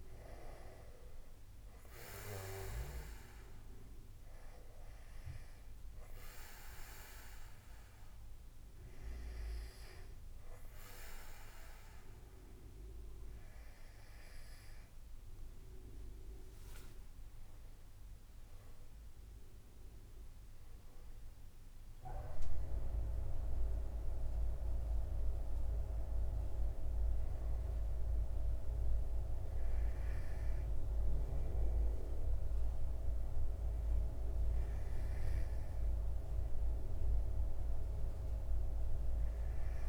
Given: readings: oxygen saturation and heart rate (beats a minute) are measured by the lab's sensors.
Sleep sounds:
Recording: breathing in sleep by a room microphone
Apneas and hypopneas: none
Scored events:
16.50-20.50 s: arousal
From the record:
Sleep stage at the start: N2 (light sleep)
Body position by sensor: on the back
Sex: male

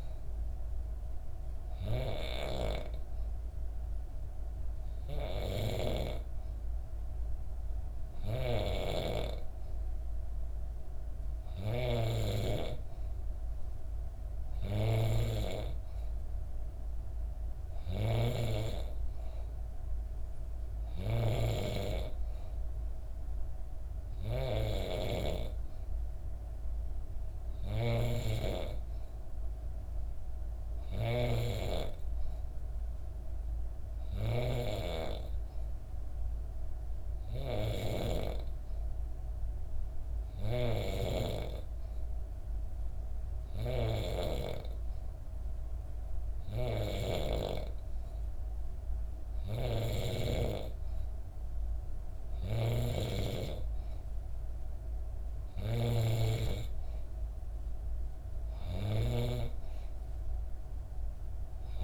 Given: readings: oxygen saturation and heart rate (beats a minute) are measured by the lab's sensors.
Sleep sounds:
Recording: breathing in sleep by a room microphone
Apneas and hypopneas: 1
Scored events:
5.00-11.50 s: snoring (device-marked)
27.00-34.00 s: snoring (device-marked)
29.00-32.00 s: arousal
35.50-48.50 s: hypopnea (oxygen 94% before, 92% lowest, heart rate 66 before, 66 extreme, up 0 after)
43.50-55.50 s: snoring (device-marked)
50.00-53.50 s: arousal
From the record:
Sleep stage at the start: N3 (deep sleep)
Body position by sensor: on the back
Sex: female

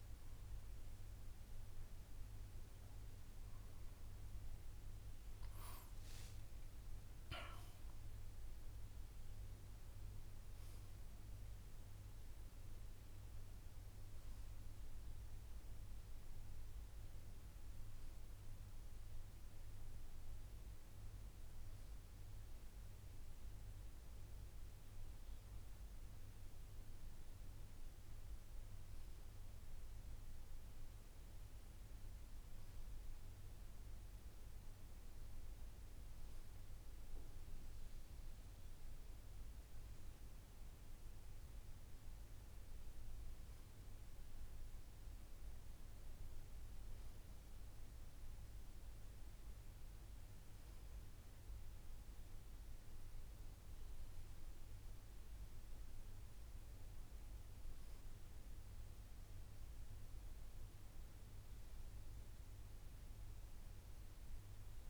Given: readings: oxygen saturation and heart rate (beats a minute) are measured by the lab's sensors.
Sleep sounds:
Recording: a person awake in a sleep study, hard to hear, by a room microphone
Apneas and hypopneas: none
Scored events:
53.00-64.89 s: new sleep stage, N2 (light sleep)
From the record:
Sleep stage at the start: awake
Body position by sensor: on the back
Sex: male

